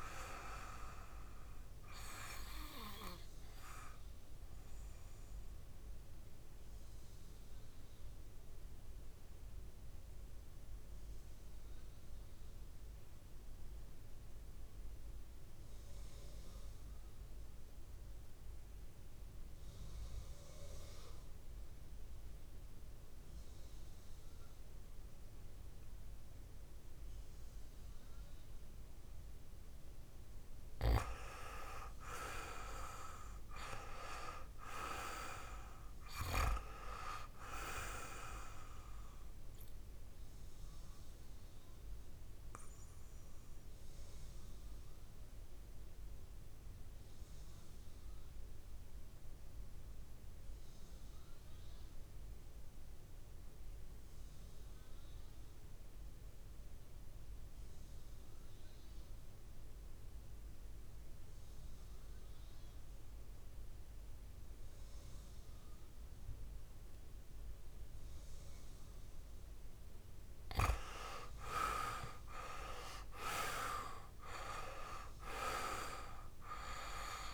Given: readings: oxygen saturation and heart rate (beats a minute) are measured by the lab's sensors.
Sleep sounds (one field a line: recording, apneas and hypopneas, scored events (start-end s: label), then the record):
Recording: breathing in sleep by a room microphone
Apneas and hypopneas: 2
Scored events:
0.00-16.00 s: oxygen desaturation (device-marked, oxygen 93% lowest, heart rate 53 extreme)
5.00-29.00 s: mixed apnea (oxygen 99% before, 90% lowest, heart rate 56 before, 54 extreme, up 4 after)
29.00-52.00 s: oxygen desaturation (device-marked, oxygen 99% before, 91% lowest, heart rate 57 before, 55 extreme)
32.00-35.50 s: arousal
41.00-69.00 s: obstructive apnea (oxygen 99% before, 90% lowest, heart rate 60 before, 54 extreme, up 7 after)
62.00-77.34 s: oxygen desaturation (device-marked, oxygen 98% before, 90% lowest, heart rate 57 before, 54 extreme)
70.50-75.00 s: arousal
From the record:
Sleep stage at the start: N2 (light sleep)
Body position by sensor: on the back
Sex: male